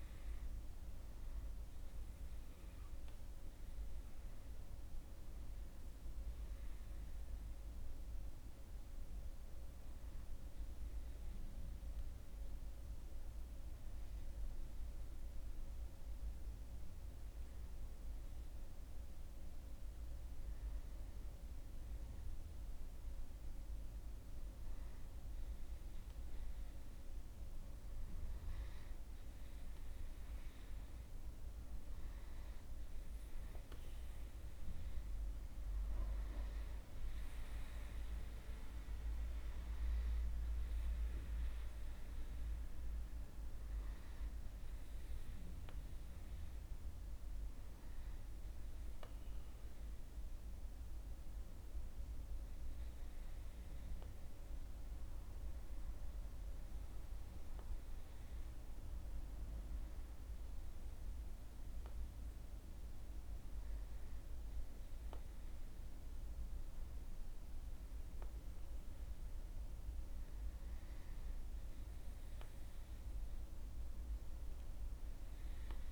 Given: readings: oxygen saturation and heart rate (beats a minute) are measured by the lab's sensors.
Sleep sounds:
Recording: breathing in sleep, hard to hear, by a room microphone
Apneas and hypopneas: 2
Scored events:
0.00-8.00 s: oxygen desaturation (device-marked, oxygen 93% lowest, heart rate 49 extreme)
6.00-19.00 s: hypopnea (oxygen 97% before, 95% lowest, heart rate 51 before, 48 extreme, up 2 after)
22.00-26.50 s: arousal
52.50-71.50 s: hypopnea (oxygen 98% before, 95% lowest, heart rate 49 before, 49 extreme, up 3 after)
74.50-75.92 s: arousal
From the record:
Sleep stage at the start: N2 (light sleep)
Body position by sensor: on the back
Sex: male

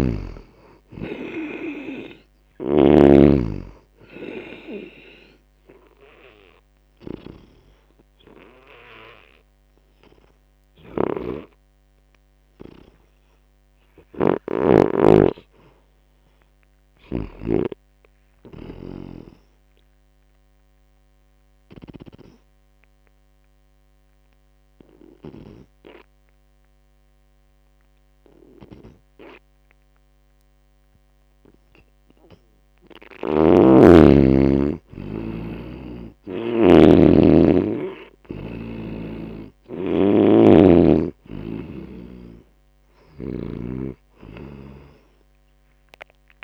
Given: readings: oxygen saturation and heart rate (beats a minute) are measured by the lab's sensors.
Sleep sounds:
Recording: breathing in sleep by a microphone on the trachea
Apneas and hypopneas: 2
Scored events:
0.00-3.00 s: snoring (device-marked)
0.00-19.00 s: oxygen desaturation (device-marked, oxygen 80% lowest)
4.00-14.50 s: obstructive apnea (oxygen 97% before, 80% lowest)
10.50-17.50 s: snoring (device-marked)
21.00-32.50 s: obstructive apnea (oxygen 97% before, 83% lowest)
34.00-37.50 s: arousal
36.00-46.44 s: oxygen desaturation (device-marked, oxygen 95% before, 83% lowest)
From the record:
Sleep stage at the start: N2 (light sleep)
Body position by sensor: on the back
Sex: male

